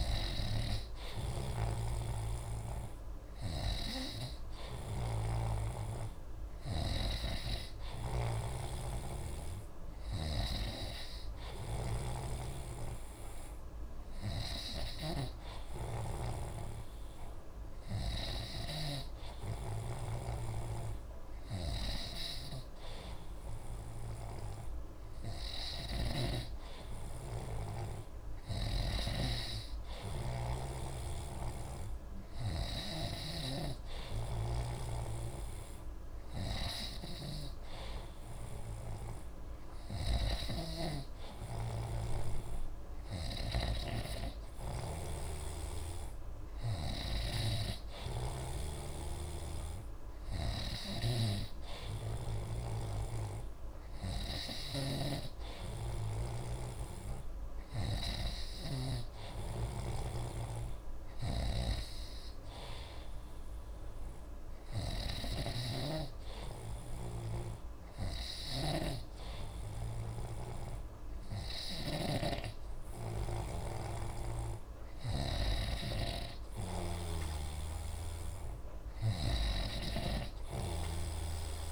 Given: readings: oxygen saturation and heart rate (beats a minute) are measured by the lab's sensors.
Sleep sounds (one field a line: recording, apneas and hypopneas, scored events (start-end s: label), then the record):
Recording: breathing in sleep by a room microphone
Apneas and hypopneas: none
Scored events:
0.00-3.00 s: oxygen desaturation (device-marked, oxygen 91% lowest, heart rate 28 extreme)
0.00-7.00 s: snoring (device-marked)
11.50-26.50 s: snoring (device-marked)
33.50-58.00 s: snoring (device-marked)
60.00-65.00 s: snoring (device-marked)
67.00-79.50 s: snoring (device-marked)
From the record:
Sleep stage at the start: N2 (light sleep)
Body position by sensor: on the right side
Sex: male